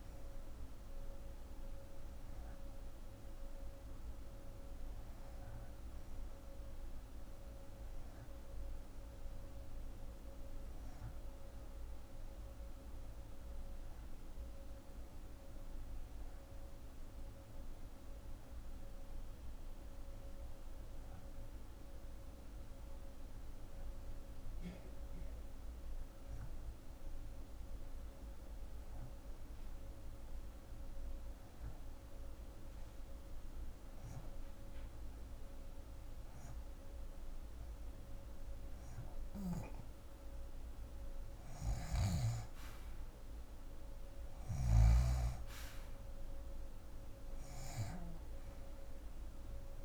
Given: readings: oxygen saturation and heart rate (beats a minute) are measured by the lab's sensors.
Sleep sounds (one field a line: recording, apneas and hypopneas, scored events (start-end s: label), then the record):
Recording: breathing in sleep by a room microphone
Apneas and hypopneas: 1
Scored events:
0.00-5.50 s: oxygen desaturation (device-marked, oxygen 70% lowest, heart rate 60 extreme)
11.50-40.00 s: hypopnea (oxygen 96% before, 79% lowest)
19.50-49.84 s: oxygen desaturation (device-marked, oxygen 95% before, 79% lowest)
41.00-44.50 s: snoring (device-marked)
42.00-46.50 s: arousal
From the record:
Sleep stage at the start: REM sleep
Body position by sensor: on the left side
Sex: female